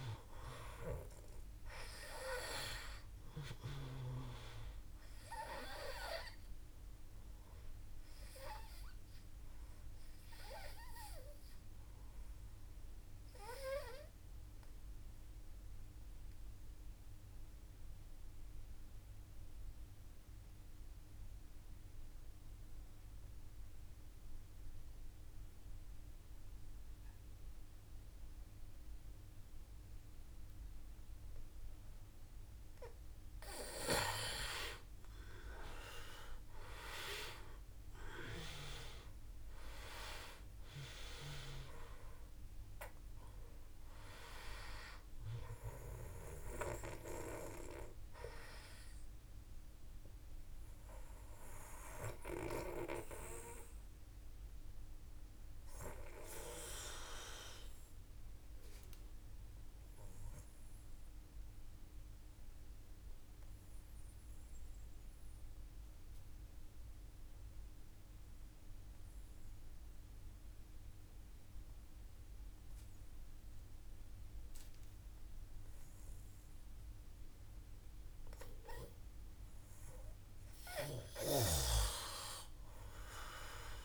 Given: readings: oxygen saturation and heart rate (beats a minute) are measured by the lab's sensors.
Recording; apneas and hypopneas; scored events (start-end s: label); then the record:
breathing in sleep by a room microphone; 2
0.00-24.50 s: oxygen desaturation (device-marked, oxygen 92% lowest, heart rate 50 extreme)
7.50-30.50 s: obstructive apnea (oxygen 97% before, 88% lowest, heart rate 54 before, 50 extreme, up 5 after)
32.50-63.50 s: oxygen desaturation (device-marked, oxygen 97% before, 88% lowest, heart rate 52 before, 50 extreme)
34.00-37.50 s: arousal
49.00-78.50 s: obstructive apnea (oxygen 97% before, 88% lowest, heart rate 55 before, 50 extreme, up 5 after)
80.50-83.84 s: oxygen desaturation (device-marked, oxygen 98% before, 89% lowest, heart rate 52 before, 50 extreme)
From the record:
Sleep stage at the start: N2 (light sleep); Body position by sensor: on the back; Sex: male